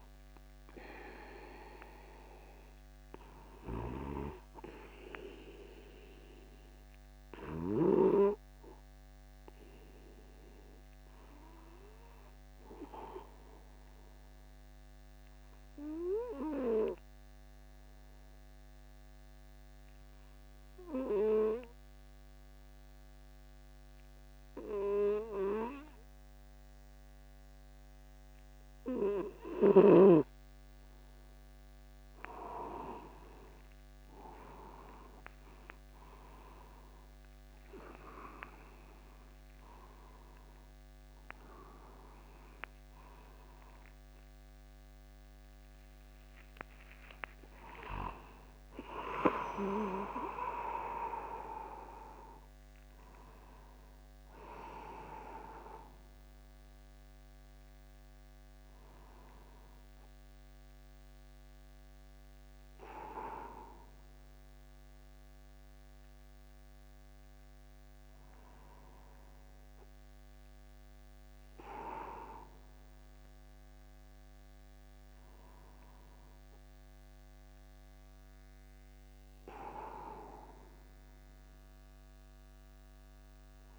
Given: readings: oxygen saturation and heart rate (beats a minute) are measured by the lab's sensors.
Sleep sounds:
breathing in sleep by a microphone on the trachea; 1
7.50-31.00 s: obstructive apnea (oxygen 97% before, 93% lowest, heart rate 50 before, 50 extreme, up 0 after)
32.50-35.50 s: arousal
49.00-51.00 s: long interval between heartbeats (device-marked, heart rate 52 before, 88 extreme)
57.50-59.50 s: long interval between heartbeats (device-marked, heart rate 64 before, 68 extreme)
64.50-69.00 s: arousal
From the record:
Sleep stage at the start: N2 (light sleep); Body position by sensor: upright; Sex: male

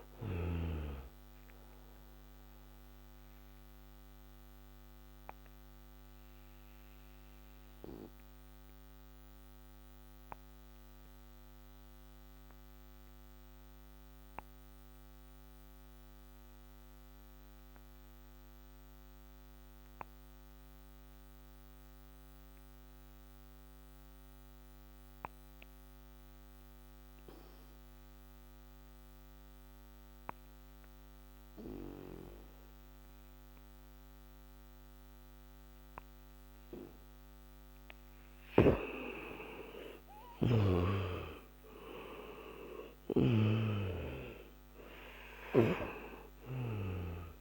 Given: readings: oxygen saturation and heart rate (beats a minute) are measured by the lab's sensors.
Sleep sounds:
breathing in sleep by a microphone on the trachea; 1
1.50-25.50 s: oxygen desaturation (device-marked, oxygen 95% before, 87% lowest, heart rate 71 before, 57 extreme)
4.00-36.00 s: obstructive apnea (oxygen 98% before, 87% lowest, heart rate 72 before, 57 extreme, up 11 after)
38.50-45.00 s: arousal
From the record:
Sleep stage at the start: N2 (light sleep); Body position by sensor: on the back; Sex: male

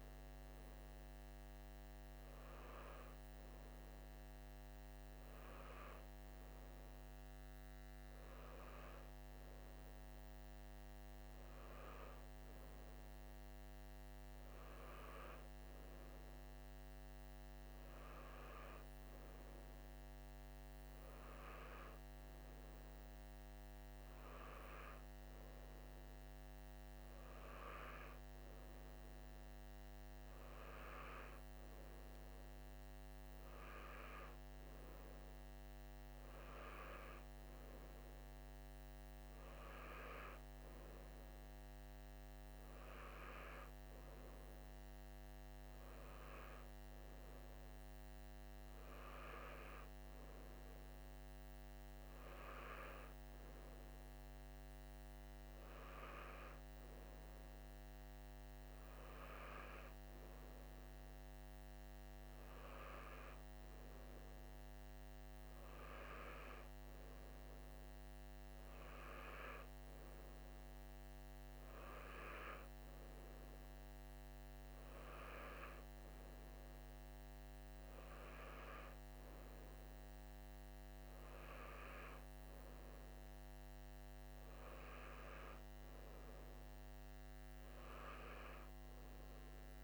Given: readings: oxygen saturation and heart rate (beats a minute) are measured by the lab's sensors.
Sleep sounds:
breathing in sleep by a microphone on the trachea; none
none scored
From the record:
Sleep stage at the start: N3 (deep sleep); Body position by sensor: on the right side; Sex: male

